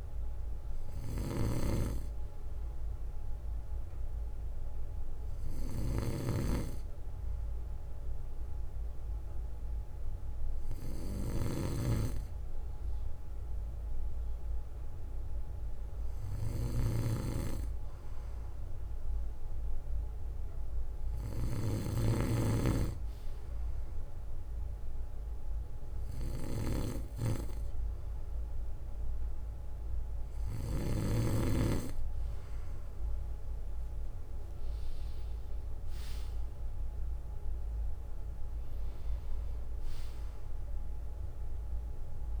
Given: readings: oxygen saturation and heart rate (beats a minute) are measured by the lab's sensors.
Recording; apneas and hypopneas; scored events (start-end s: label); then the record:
breathing in sleep by a room microphone; none
1.00-11.50 s: snoring (device-marked)
38.50-42.00 s: arousal
From the record:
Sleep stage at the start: N2 (light sleep); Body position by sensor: on the back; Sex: male